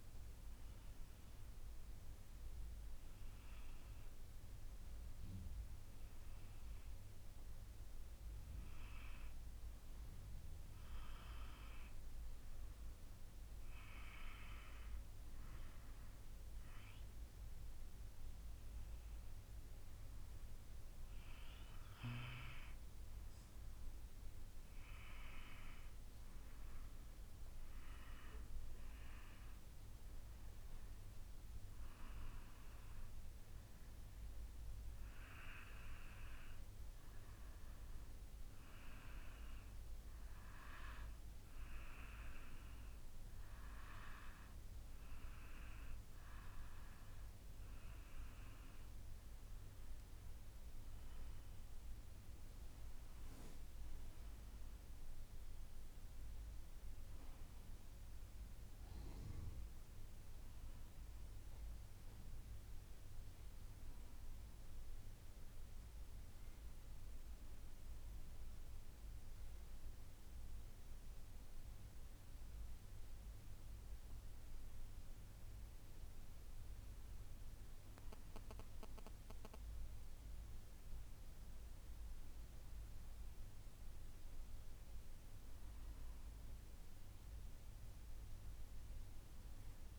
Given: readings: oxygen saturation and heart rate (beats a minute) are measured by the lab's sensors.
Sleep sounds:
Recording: breathing in sleep by a room microphone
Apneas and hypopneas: none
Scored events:
49.00-52.50 s: arousal
55.00-89.99 s: new sleep stage, N1 (lightest sleep)
From the record:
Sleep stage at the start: N2 (light sleep)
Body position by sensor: on the back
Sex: female

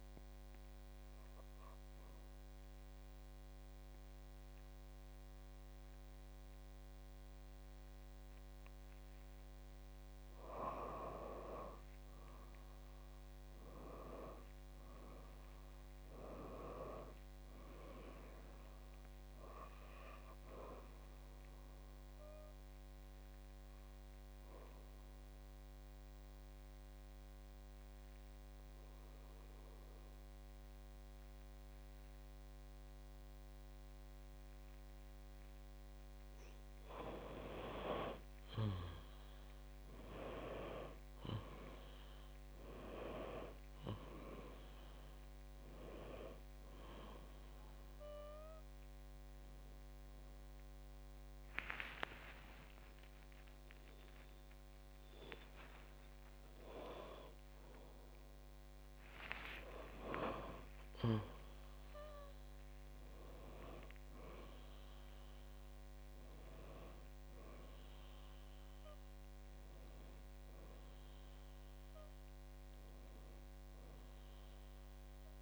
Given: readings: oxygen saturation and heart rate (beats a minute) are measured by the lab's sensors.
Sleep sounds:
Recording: breathing in sleep by a microphone on the trachea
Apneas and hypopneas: 2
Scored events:
0.00-1.50 s: oxygen desaturation (device-marked, oxygen 91% lowest, heart rate 53 extreme)
1.00-12.00 s: hypopnea (oxygen 96% before, 93% lowest, heart rate 77 before, 51 extreme, up 36 after)
13.50-17.00 s: arousal
18.50-34.50 s: oxygen desaturation (device-marked, oxygen 98% before, 93% lowest, heart rate 66 before, 51 extreme)
26.00-37.50 s: obstructive apnea (oxygen 98% before, 93% lowest, heart rate 67 before, 53 extreme, up 27 after)
39.00-42.00 s: arousal
43.50-62.50 s: oxygen desaturation (device-marked, oxygen 97% before, 93% lowest, heart rate 60 before, 56 extreme)
47.50-75.42 s: new sleep stage, N1 (lightest sleep)
53.00-60.00 s: arousal
From the record:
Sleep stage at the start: N2 (light sleep)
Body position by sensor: on the back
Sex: female

